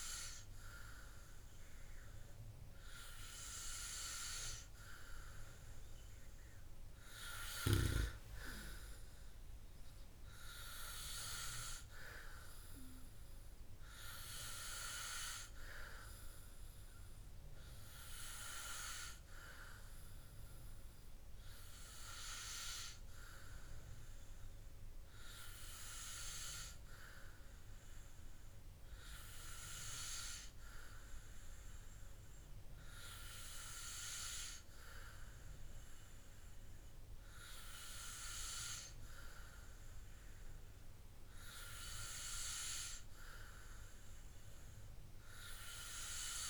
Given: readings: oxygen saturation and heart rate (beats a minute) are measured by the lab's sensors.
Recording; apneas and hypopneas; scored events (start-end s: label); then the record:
breathing in sleep by a room microphone; none
none scored
From the record:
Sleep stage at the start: N2 (light sleep); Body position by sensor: on the back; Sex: male